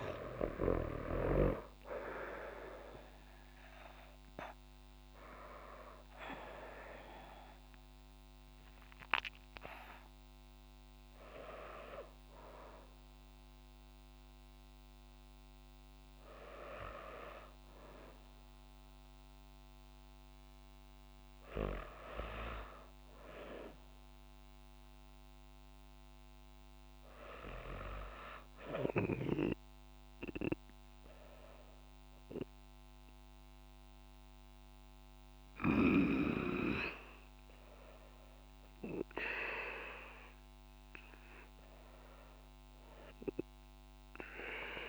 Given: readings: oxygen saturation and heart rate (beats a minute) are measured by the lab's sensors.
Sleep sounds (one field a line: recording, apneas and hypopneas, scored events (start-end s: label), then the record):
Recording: a person partly awake in a sleep study, by a microphone on the trachea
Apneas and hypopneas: none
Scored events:
14.50-44.50 s: new sleep stage, N1 (lightest sleep)
44.50-44.89 s: new sleep stage, N2 (light sleep)
From the record:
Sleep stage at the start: awake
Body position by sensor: on the back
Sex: female